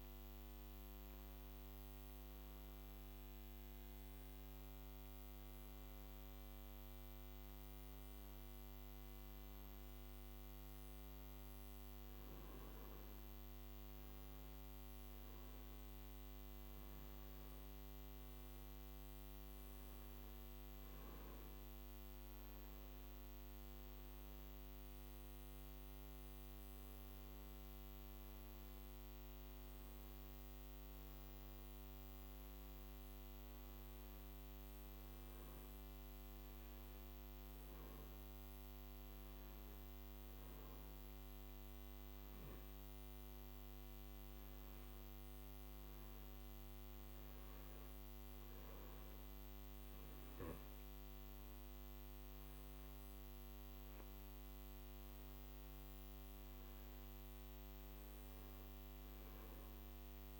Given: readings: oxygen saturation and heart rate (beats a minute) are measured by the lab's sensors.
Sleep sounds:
breathing in sleep, hard to hear, by a microphone on the trachea; none
26.50-31.00 s: arousal
From the record:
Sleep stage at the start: N2 (light sleep); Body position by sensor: on the back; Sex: male

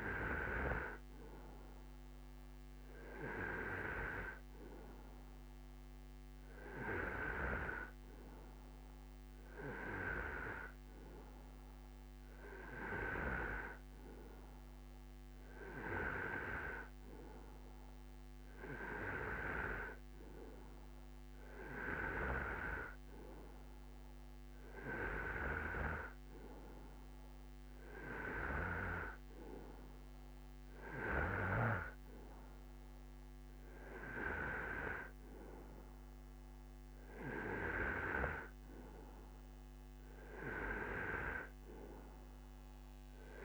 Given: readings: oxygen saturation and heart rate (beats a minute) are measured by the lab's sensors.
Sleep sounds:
breathing in sleep by a microphone on the trachea; none
none scored
From the record:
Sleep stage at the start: N2 (light sleep); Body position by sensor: on the right side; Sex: male

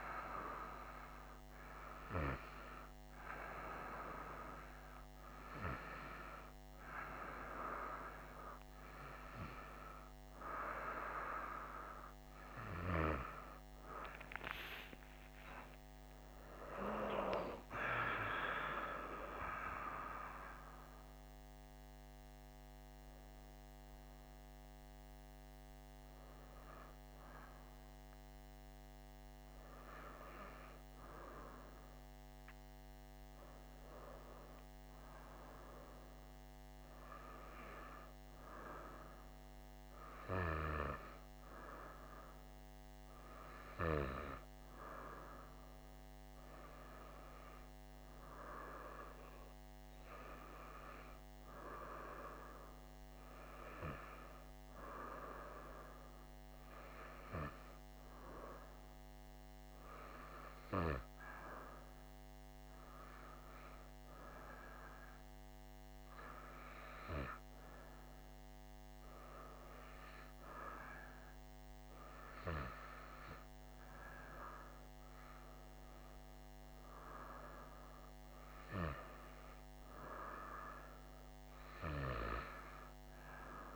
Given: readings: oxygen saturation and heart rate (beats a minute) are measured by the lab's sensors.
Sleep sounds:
a person awake in a sleep study, by a microphone on the trachea; none
none scored
From the record:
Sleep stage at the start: awake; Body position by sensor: on the right side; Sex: female

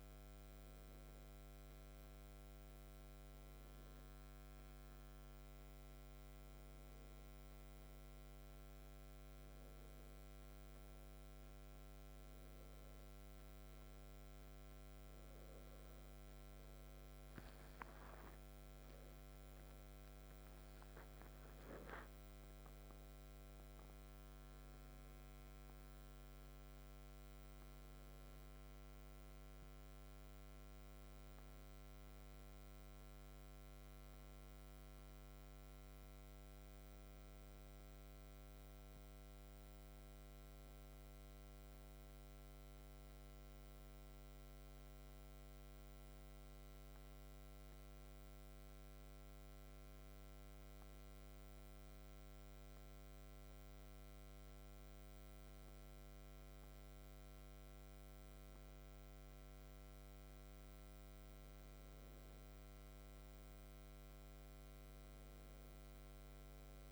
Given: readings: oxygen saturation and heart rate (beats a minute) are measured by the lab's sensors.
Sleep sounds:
breathing in sleep, hard to hear, by a microphone on the trachea; 2
1.00-18.00 s: hypopnea (oxygen 97% before, 94% lowest, heart rate 65 before, 61 extreme, up 6 after)
21.50-28.00 s: arousal
27.00-57.00 s: new sleep stage, N2 (light sleep)
49.00-62.50 s: hypopnea (oxygen 97% before, 94% lowest, heart rate 62 before, 62 extreme, up 1 after)
57.00-66.92 s: new sleep stage, N1 (lightest sleep)
63.50-66.92 s: arousal
From the record:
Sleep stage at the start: N1 (lightest sleep); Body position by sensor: on the back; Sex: male

